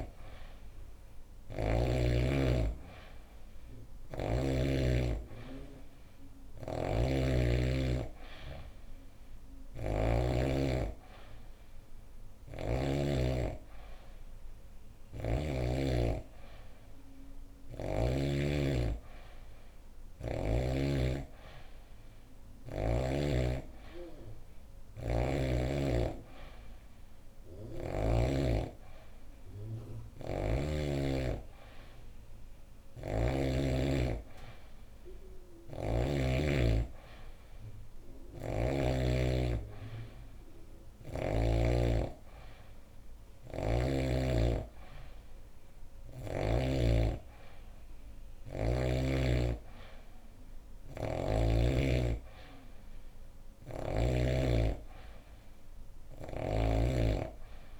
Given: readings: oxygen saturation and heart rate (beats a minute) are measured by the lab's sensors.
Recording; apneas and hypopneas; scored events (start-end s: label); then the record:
breathing in sleep by a room microphone; none
6.00-10.00 s: snoring (device-marked)
29.50-33.00 s: snoring (device-marked)
35.00-38.50 s: snoring (device-marked)
From the record:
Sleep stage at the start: N3 (deep sleep); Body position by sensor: on the back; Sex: female